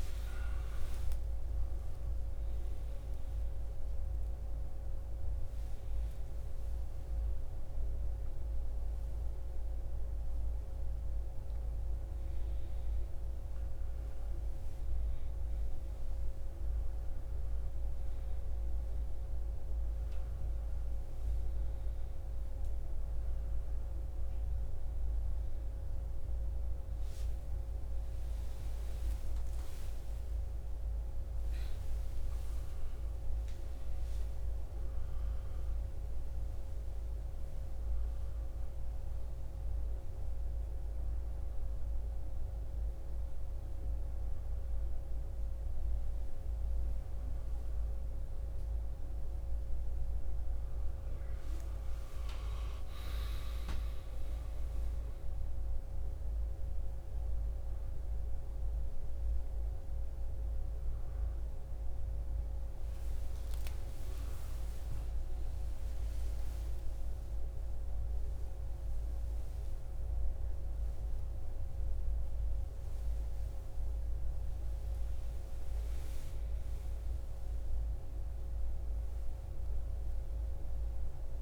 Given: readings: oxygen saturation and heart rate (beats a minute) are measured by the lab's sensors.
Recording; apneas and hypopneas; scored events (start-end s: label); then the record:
a person awake in a sleep study, hard to hear, by a room microphone; none
8.50-17.50 s: oxygen desaturation (device-marked, oxygen 96% before, 92% lowest, heart rate 109 before, 69 extreme)
From the record:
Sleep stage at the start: awake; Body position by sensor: on the right side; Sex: male